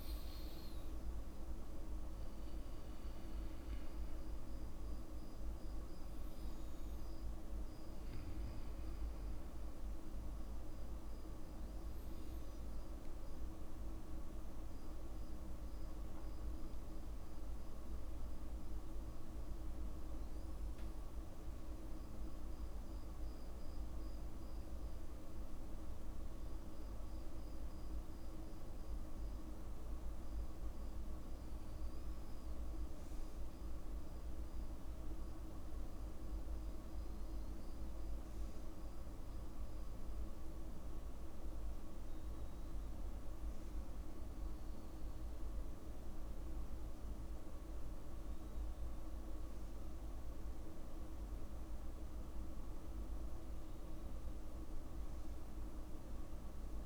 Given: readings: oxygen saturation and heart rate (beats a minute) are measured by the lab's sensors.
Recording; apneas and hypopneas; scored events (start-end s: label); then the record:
breathing in sleep, hard to hear, by a room microphone; none
44.00-56.86 s: new sleep stage, N2 (light sleep)
From the record:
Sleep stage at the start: N1 (lightest sleep); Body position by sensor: on the back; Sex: male